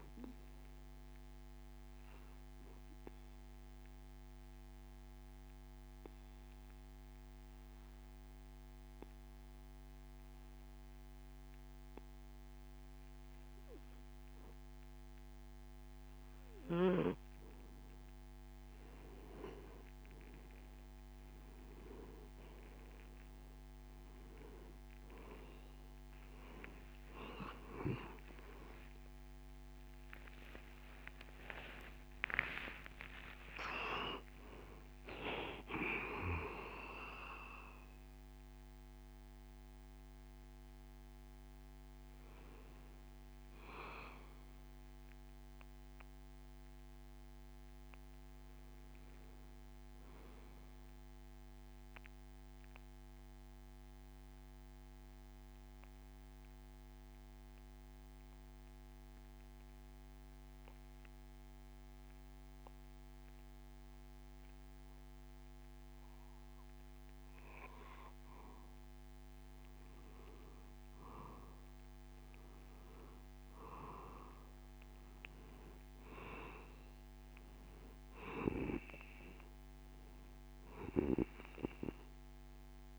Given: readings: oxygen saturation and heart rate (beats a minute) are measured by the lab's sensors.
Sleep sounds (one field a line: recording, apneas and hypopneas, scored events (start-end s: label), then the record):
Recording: breathing in sleep by a microphone on the trachea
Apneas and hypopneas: 2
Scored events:
1.00-19.00 s: obstructive apnea (oxygen 97% before, 93% lowest)
30.00-82.99 s: new sleep stage, N1 (lightest sleep)
30.50-36.00 s: arousal
52.50-67.50 s: mixed apnea (oxygen 95% before, 93% lowest)
75.00-82.99 s: oxygen desaturation (device-marked, oxygen 97% before, 93% lowest)
78.50-82.99 s: arousal
From the record:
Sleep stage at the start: N2 (light sleep)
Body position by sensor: on the back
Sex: male